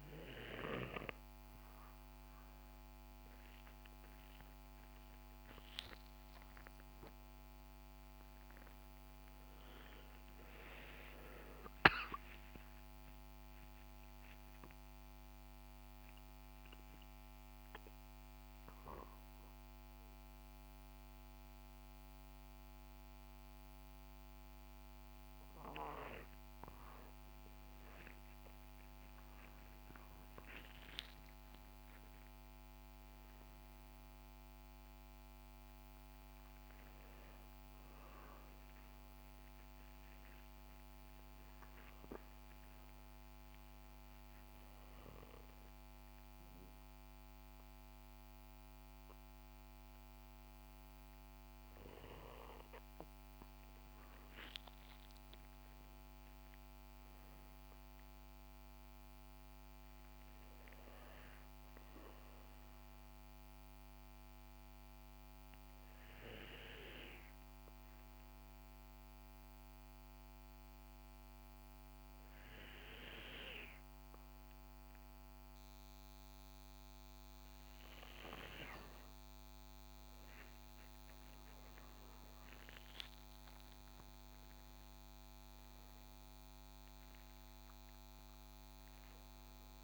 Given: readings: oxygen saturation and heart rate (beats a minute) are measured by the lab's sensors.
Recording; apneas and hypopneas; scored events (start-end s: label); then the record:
breathing in sleep by a microphone on the trachea; 1
10.00-14.00 s: arousal
15.00-26.00 s: hypopnea (oxygen 96% before, 94% lowest, heart rate 75 before, 58 extreme, up 25 after)
27.50-31.50 s: arousal
81.50-85.50 s: arousal
From the record:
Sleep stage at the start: N2 (light sleep); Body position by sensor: on the right side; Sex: male